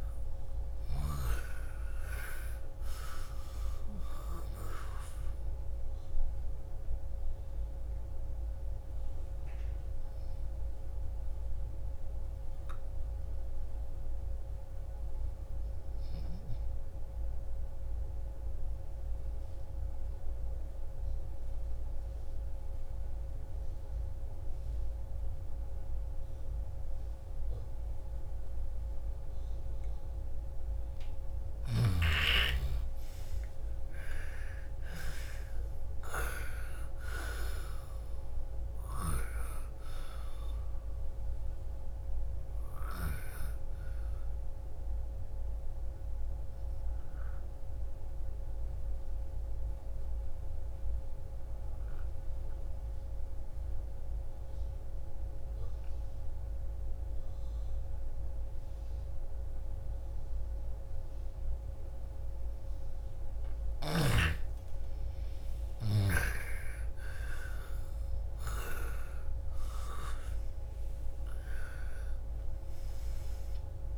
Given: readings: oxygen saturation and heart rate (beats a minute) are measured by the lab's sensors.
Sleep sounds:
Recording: breathing in sleep by a room microphone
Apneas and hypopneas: 2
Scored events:
0.00-1.50 s: snoring (device-marked)
0.50-27.50 s: oxygen desaturation (device-marked, oxygen 99% before, 86% lowest)
6.00-30.00 s: obstructive apnea (oxygen 99% before, 82% lowest)
32.50-37.00 s: arousal
33.50-60.50 s: oxygen desaturation (device-marked, oxygen 97% before, 82% lowest)
45.00-64.00 s: obstructive apnea (oxygen 97% before, 82% lowest)
66.00-69.50 s: arousal
From the record:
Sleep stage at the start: N2 (light sleep)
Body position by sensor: on the left side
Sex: female

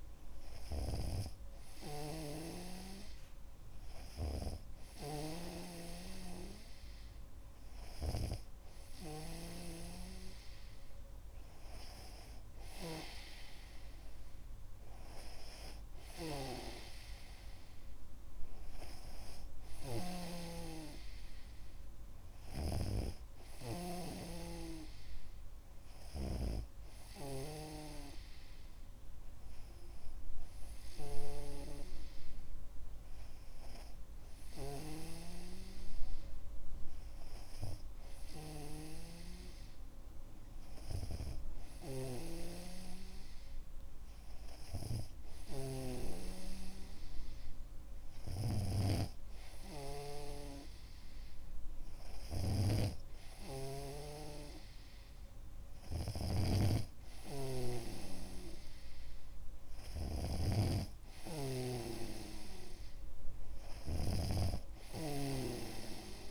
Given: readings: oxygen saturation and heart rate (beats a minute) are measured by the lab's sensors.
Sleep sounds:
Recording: breathing in sleep by a room microphone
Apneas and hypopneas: none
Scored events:
0.00-9.00 s: snoring (device-marked)
16.50-35.50 s: snoring (device-marked)
42.00-46.50 s: snoring (device-marked)
48.50-66.31 s: snoring (device-marked)
From the record:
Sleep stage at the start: N2 (light sleep)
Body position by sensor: on the back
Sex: male

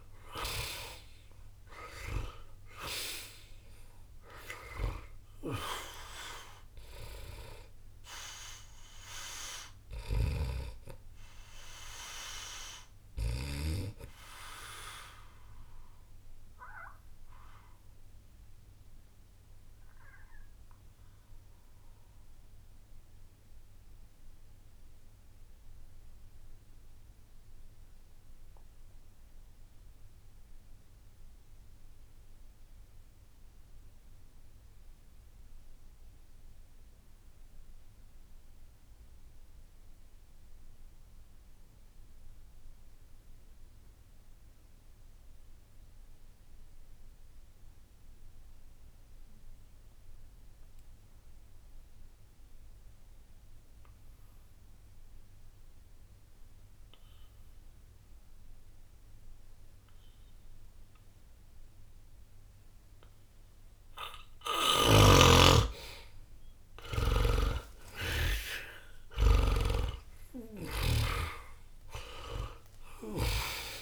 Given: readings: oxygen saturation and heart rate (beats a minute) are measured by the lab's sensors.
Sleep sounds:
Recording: breathing in sleep by a room microphone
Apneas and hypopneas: 1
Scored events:
0.00-39.00 s: oxygen desaturation (device-marked, oxygen 76% lowest, heart rate 60 extreme)
10.00-13.50 s: snoring (device-marked)
15.00-64.00 s: obstructive apnea (oxygen 97% before, 76% lowest, heart rate 60 before, 60 extreme, up 0 after)
56.00-73.82 s: oxygen desaturation (device-marked, oxygen 99% before, 76% lowest, heart rate 60 before, 59 extreme)
67.00-71.00 s: snoring (device-marked)
70.00-73.82 s: arousal
From the record:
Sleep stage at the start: N2 (light sleep)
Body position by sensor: on the back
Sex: male

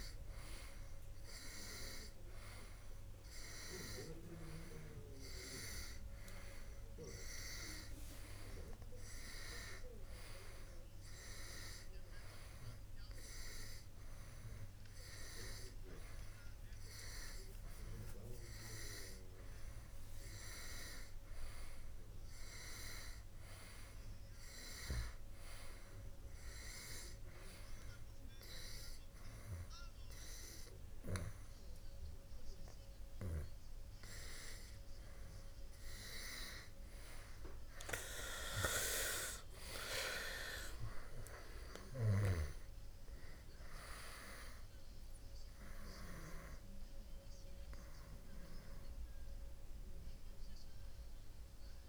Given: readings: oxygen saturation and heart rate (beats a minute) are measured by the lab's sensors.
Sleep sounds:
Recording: breathing in sleep by a room microphone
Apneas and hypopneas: none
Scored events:
8.00-10.00 s: long interval between heartbeats (device-marked, heart rate 71 before, 82 extreme)
39.00-43.50 s: arousal
From the record:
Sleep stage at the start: N2 (light sleep)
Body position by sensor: on the back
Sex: male

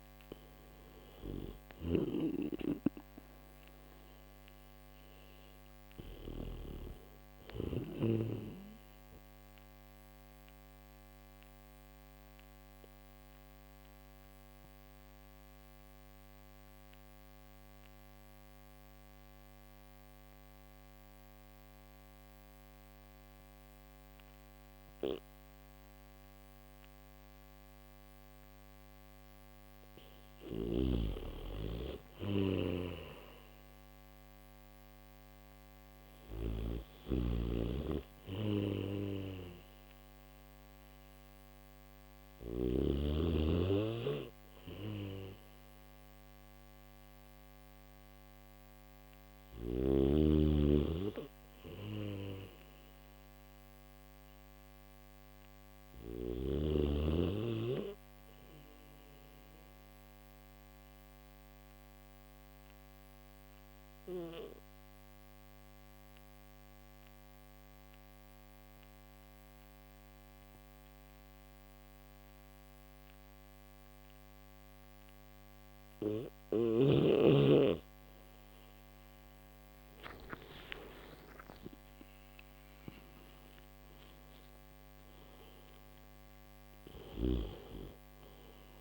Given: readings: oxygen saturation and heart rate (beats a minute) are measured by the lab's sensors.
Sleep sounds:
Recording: breathing in sleep by a microphone on the trachea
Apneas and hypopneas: none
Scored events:
1.00-6.00 s: snoring (device-marked)
30.00-42.00 s: snoring (device-marked)
35.50-56.50 s: oxygen desaturation (device-marked, oxygen 97% before, 93% lowest, heart rate 67 before, 65 extreme)
52.50-88.81 s: new sleep stage, N1 (lightest sleep)
From the record:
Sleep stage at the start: N3 (deep sleep)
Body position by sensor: on the back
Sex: male

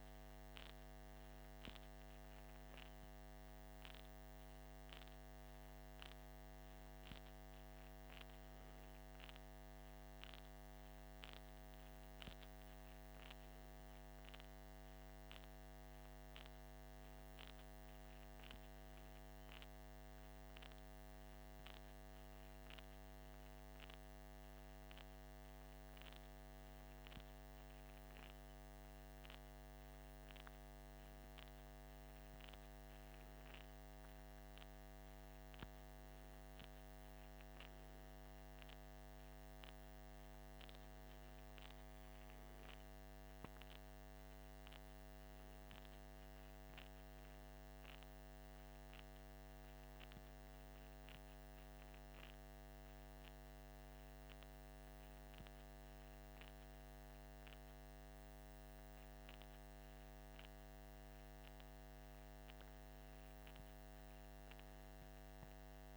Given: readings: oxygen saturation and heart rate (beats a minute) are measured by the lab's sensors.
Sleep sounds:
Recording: breathing in sleep, hard to hear, by a microphone on the trachea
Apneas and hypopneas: none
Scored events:
none scored
From the record:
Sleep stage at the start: N2 (light sleep)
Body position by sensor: on the left side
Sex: male

